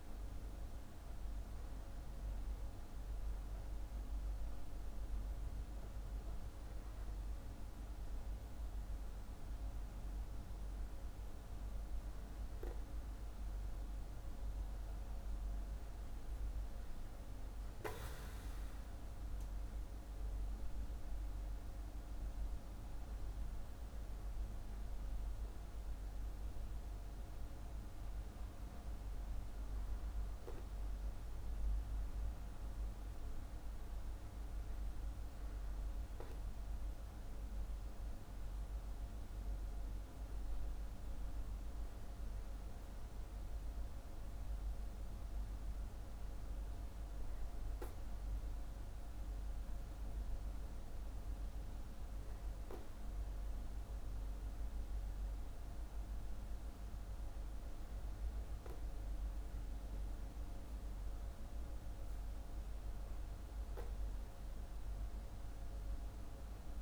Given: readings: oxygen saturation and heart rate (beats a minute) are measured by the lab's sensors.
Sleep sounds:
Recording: breathing in sleep, hard to hear, by a room microphone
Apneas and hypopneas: none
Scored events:
none scored
From the record:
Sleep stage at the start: N2 (light sleep)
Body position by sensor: on the back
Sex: male

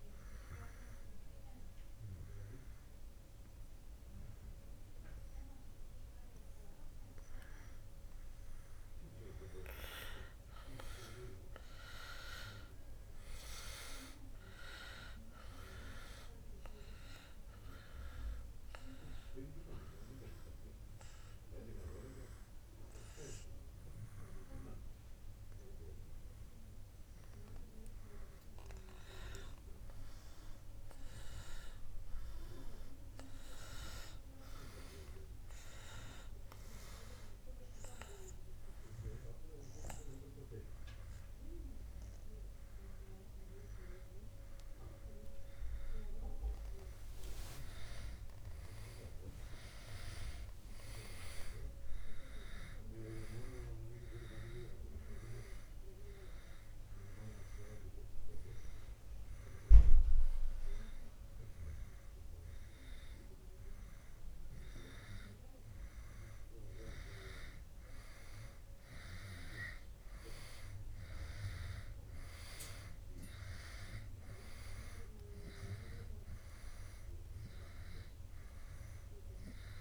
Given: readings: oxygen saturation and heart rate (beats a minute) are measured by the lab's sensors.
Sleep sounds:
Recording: breathing in sleep by a room microphone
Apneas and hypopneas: 2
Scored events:
9.50-13.00 s: arousal
17.50-29.50 s: hypopnea (oxygen 97% before, 93% lowest, heart rate 77 before, 74 extreme)
31.00-34.00 s: arousal
50.50-54.50 s: arousal
56.50-66.50 s: hypopnea (oxygen 98% before, 93% lowest, heart rate 75 before, 72 extreme, up 0 after)
68.50-72.00 s: arousal
From the record:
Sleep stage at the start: N2 (light sleep)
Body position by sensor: on the back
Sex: male

